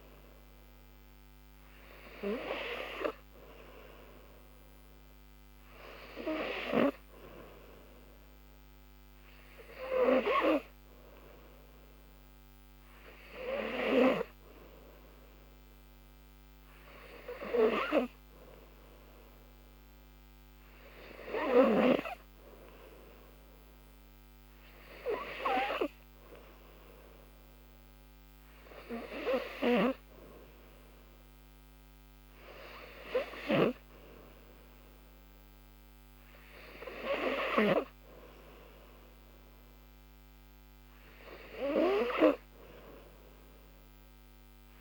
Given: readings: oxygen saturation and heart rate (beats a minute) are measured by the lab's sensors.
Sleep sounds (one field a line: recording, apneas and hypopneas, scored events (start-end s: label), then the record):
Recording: breathing in sleep by a microphone on the trachea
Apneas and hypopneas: none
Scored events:
none scored
From the record:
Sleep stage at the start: N3 (deep sleep)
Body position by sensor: on the back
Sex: female